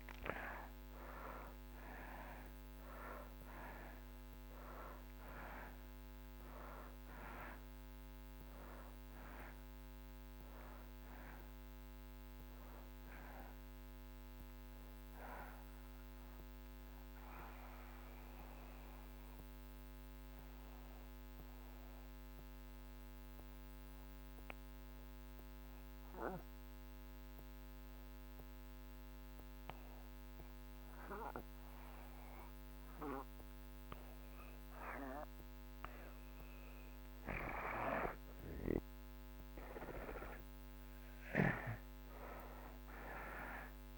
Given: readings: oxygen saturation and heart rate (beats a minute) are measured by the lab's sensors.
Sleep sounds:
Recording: breathing in sleep by a microphone on the trachea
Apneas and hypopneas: 1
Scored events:
0.00-30.50 s: oxygen desaturation (device-marked, oxygen 66% lowest)
17.50-36.00 s: mixed apnea (oxygen 82% before, 67% lowest)
39.00-43.50 s: arousal
41.50-43.98 s: oxygen desaturation (device-marked, oxygen 98% before, 80% lowest)
From the record:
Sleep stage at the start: REM sleep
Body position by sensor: on the back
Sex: male

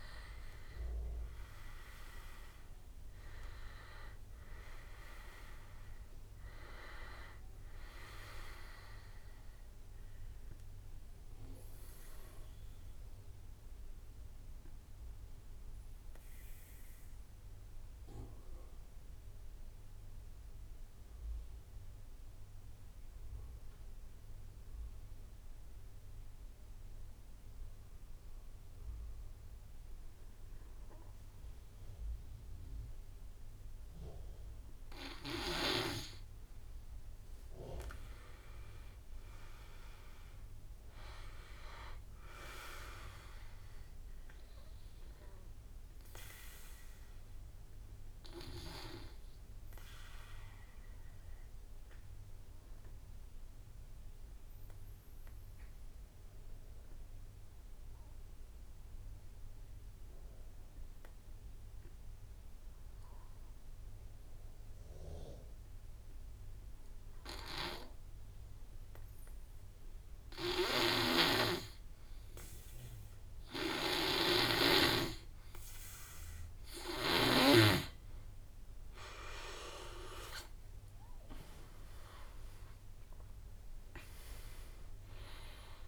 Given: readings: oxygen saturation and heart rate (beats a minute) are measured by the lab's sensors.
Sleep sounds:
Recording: breathing in sleep by a room microphone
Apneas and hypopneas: 2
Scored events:
0.00-17.50 s: oxygen desaturation (device-marked, oxygen 89% lowest, heart rate 46 extreme)
0.50-13.50 s: drop in pulse transit time (device-marked, heart rate 52 before, 53 extreme)
10.00-35.00 s: obstructive apnea (oxygen 98% before, 86% lowest, heart rate 56 before, 46 extreme, up 14 after)
33.50-60.50 s: oxygen desaturation (device-marked, oxygen 99% before, 88% lowest, heart rate 49 before, 49 extreme)
37.50-40.50 s: arousal
41.50-63.50 s: drop in pulse transit time (device-marked, heart rate 53 before, 49 extreme)
45.00-71.50 s: obstructive apnea (oxygen 99% before, 86% lowest, heart rate 55 before, 46 extreme, up 11 after)
70.00-77.00 s: snoring (device-marked)
72.50-85.88 s: oxygen desaturation (device-marked, oxygen 97% before, 86% lowest, heart rate 52 before, 46 extreme)
78.50-82.00 s: arousal
80.50-85.88 s: drop in pulse transit time (device-marked, heart rate 55 before, 46 extreme)
From the record:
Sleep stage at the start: N2 (light sleep)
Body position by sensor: on the back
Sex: male

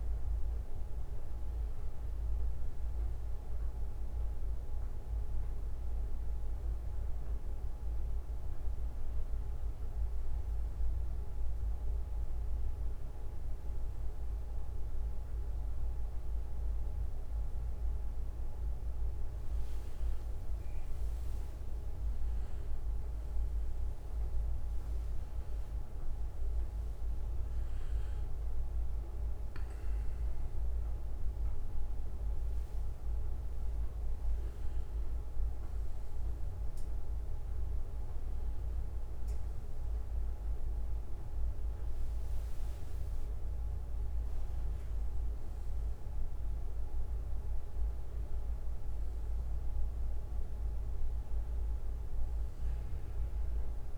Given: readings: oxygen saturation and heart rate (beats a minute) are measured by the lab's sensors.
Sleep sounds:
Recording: breathing in sleep, hard to hear, by a room microphone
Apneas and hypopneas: none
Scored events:
50.00-53.98 s: bradycardia (device-marked, heart rate 63 before, 57 extreme)
From the record:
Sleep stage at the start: N1 (lightest sleep)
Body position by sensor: on the back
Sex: male

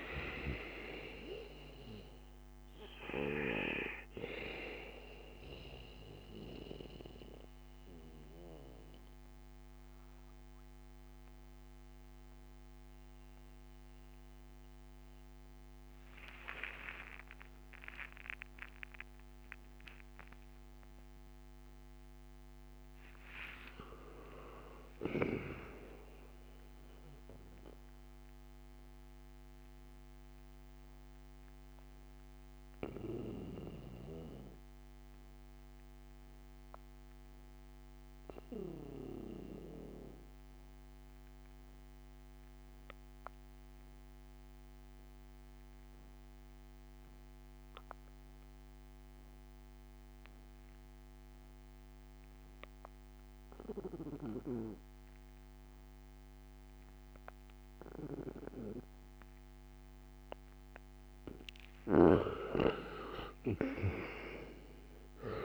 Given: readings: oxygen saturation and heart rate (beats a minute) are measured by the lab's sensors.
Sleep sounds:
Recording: breathing in sleep by a microphone on the trachea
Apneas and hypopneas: 2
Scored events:
0.00-23.50 s: oxygen desaturation (device-marked, oxygen 81% lowest, heart rate 56 extreme)
6.50-21.50 s: mixed apnea (oxygen 98% before, 81% lowest, heart rate 65 before, 56 extreme, up 1 after)
21.50-26.50 s: arousal
21.50-65.45 s: new sleep stage, N2 (light sleep)
30.00-59.50 s: obstructive apnea (oxygen 98% before, 80% lowest, heart rate 59 before, 56 extreme, up 6 after)
60.50-65.45 s: oxygen desaturation (device-marked, oxygen 96% before, 80% lowest, heart rate 66 before, 56 extreme)
61.00-65.45 s: arousal
From the record:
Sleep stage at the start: N1 (lightest sleep)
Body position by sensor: on the back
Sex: male

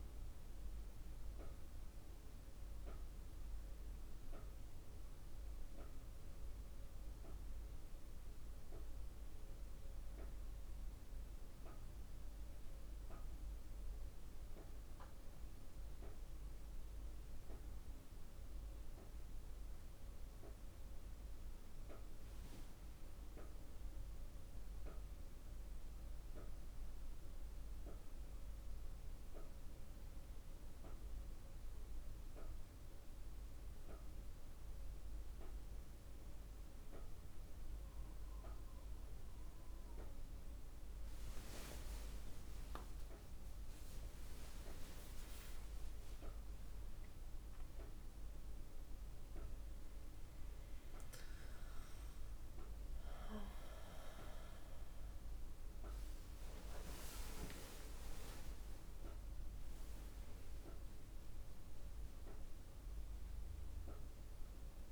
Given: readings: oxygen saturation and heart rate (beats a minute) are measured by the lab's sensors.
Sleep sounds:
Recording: breathing in sleep by a room microphone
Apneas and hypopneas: 1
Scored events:
1.50-15.00 s: mixed apnea (oxygen 98% before, 95% lowest, heart rate 54 before, 36 extreme, up 4 after)
18.00-22.00 s: arousal
41.50-45.50 s: arousal
From the record:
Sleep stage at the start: N1 (lightest sleep)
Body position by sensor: on the back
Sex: female

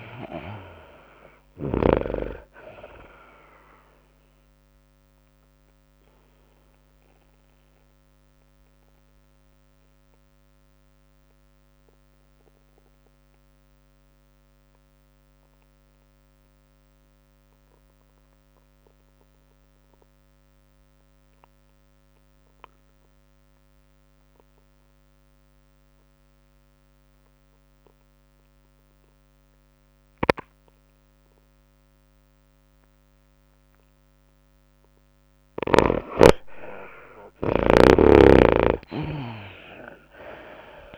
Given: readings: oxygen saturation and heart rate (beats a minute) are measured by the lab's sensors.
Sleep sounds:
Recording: breathing in sleep by a microphone on the trachea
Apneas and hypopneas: 1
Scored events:
0.00-15.00 s: drop in pulse transit time (device-marked, heart rate 99 before, 105 extreme)
0.00-15.00 s: oxygen desaturation (device-marked, oxygen 81% lowest, heart rate 91 extreme)
0.00-23.00 s: tachycardia (device-marked, heart rate 110 extreme)
7.00-36.00 s: obstructive apnea (oxygen 100% before, 78% lowest, heart rate 101 before, 100 extreme, up 7 after)
23.00-40.98 s: oxygen desaturation (device-marked, oxygen 99% before, 78% lowest, heart rate 106 before, 99 extreme)
24.00-26.00 s: tachycardia (device-marked, heart rate 104 before, 101 extreme)
30.00-33.00 s: tachycardia (device-marked, heart rate 104 before, 100 extreme)
34.00-40.98 s: tachycardia (device-marked, heart rate 104 before, 110 extreme)
39.50-40.98 s: arousal
From the record:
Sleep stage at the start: N2 (light sleep)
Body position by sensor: on the back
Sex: female

